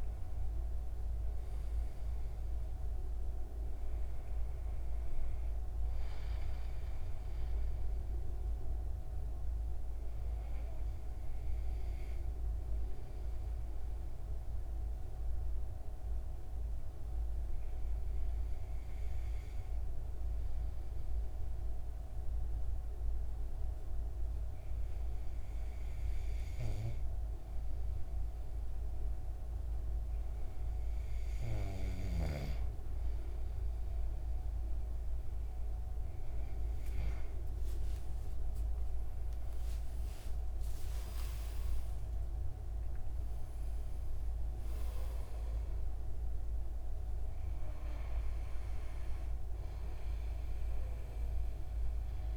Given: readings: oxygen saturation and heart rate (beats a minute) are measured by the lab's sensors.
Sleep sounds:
breathing in sleep, hard to hear, by a room microphone; 1
14.50-30.50 s: obstructive apnea (oxygen 96% before, 93% lowest, heart rate 43 before, 38 extreme, up 17 after)
39.50-43.50 s: arousal
From the record:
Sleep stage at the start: N2 (light sleep); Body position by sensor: on the back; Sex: male

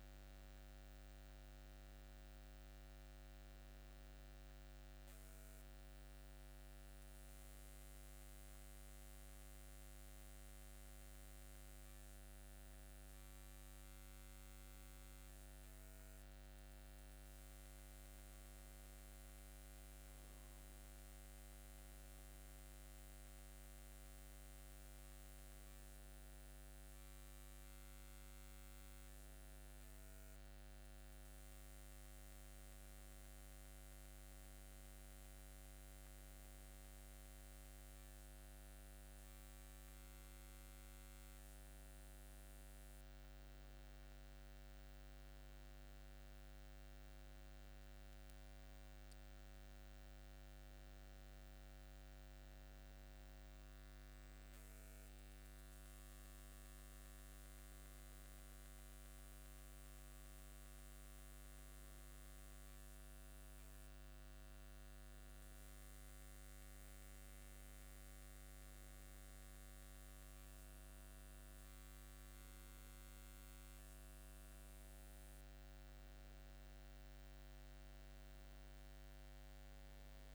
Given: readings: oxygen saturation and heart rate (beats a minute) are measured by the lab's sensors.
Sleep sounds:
breathing in sleep, hard to hear, by a microphone on the trachea; none
none scored
From the record:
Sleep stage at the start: N2 (light sleep); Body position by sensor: upright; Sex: male

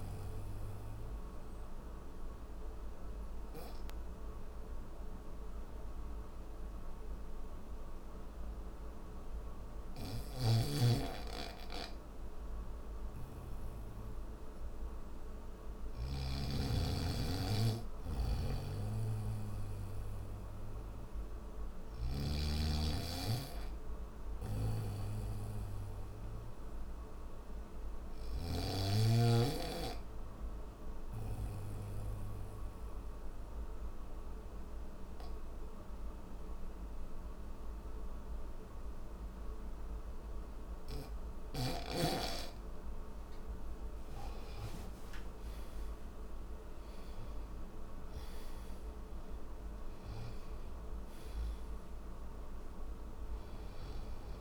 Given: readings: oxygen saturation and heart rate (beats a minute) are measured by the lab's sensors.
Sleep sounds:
breathing in sleep by a room microphone; none
9.50-15.50 s: snoring (device-marked)
17.50-21.50 s: snoring (device-marked)
23.50-28.00 s: snoring (device-marked)
From the record:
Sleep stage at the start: N3 (deep sleep); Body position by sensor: on the back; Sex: male

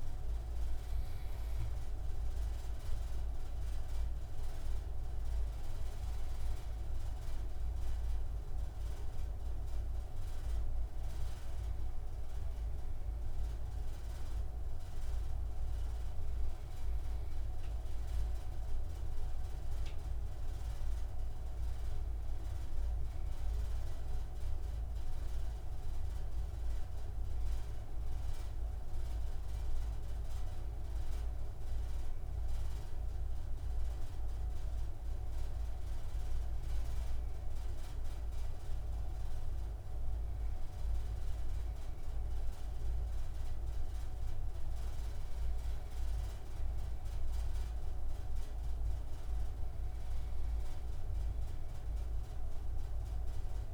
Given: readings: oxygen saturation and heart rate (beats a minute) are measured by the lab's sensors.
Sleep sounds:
breathing in sleep, hard to hear, by a room microphone; none
none scored
From the record:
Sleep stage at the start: N2 (light sleep); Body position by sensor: on the right side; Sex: male

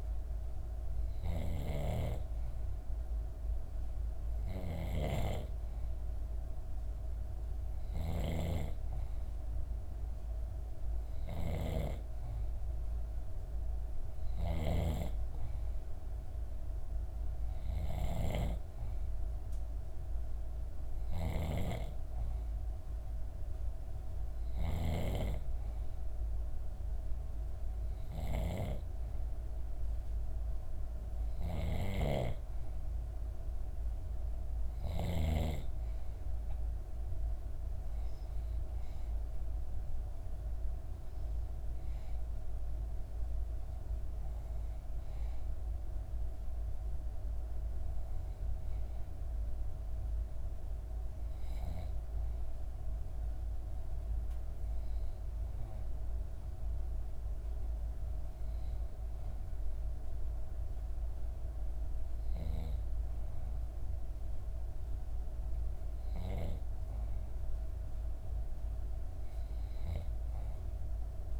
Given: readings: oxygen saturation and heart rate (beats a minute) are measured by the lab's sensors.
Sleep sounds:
breathing in sleep by a room microphone; 1
39.50-44.00 s: arousal
48.00-63.00 s: hypopnea (oxygen 93% before, 93% lowest, heart rate 65 before, 62 extreme, up 3 after)
68.00-71.40 s: arousal
From the record:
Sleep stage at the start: N2 (light sleep); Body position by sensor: on the back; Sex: female

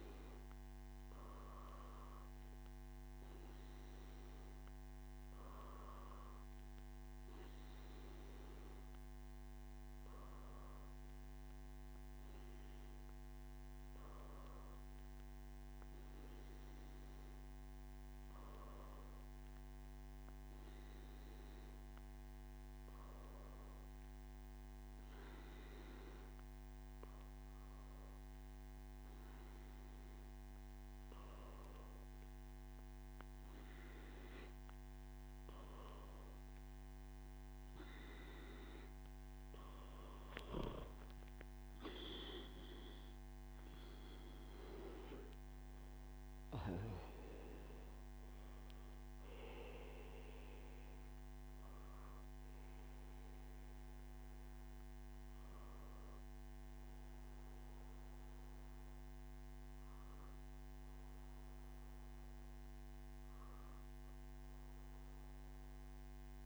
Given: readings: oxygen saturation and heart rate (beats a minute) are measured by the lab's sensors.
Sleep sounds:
breathing in sleep, hard to hear, by a microphone on the trachea; none
none scored
From the record:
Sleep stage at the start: N2 (light sleep); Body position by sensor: on the back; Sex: male

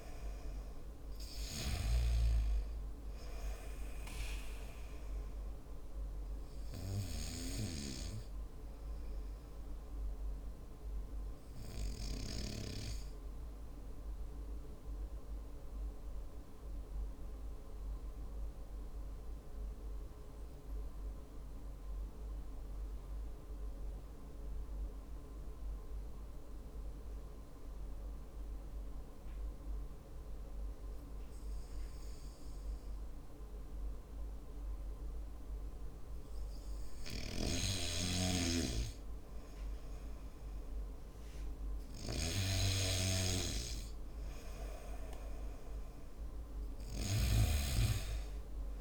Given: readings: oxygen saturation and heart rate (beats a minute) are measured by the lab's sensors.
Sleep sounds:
breathing in sleep by a room microphone; 1
16.00-36.50 s: hypopnea (oxygen 97% before, 93% lowest, heart rate 57 before, 48 extreme, up 4 after)
38.00-42.00 s: arousal
From the record:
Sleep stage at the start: N2 (light sleep); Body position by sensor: on the back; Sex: male

